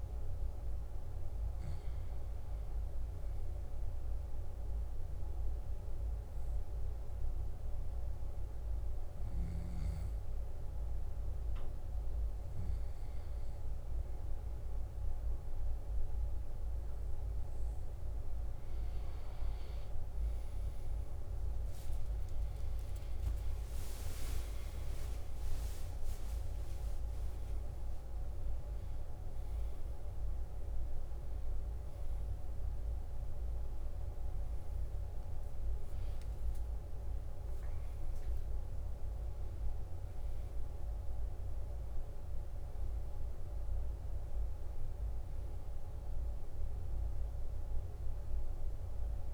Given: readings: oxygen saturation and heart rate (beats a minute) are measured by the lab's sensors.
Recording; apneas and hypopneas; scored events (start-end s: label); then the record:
a person awake in a sleep study, hard to hear, by a room microphone; none
0.00-2.50 s: oxygen desaturation (device-marked, oxygen 91% lowest, heart rate 61 extreme)
11.50-41.50 s: new sleep stage, awake
17.50-33.50 s: oxygen desaturation (device-marked, oxygen 95% before, 90% lowest, heart rate 62 before, 59 extreme)
41.50-47.50 s: oxygen desaturation (device-marked, oxygen 91% before, 86% lowest, heart rate 70 before, 59 extreme)
41.50-49.34 s: new sleep stage, N1 (lightest sleep)
From the record:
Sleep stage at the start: N2 (light sleep); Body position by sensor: on the back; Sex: male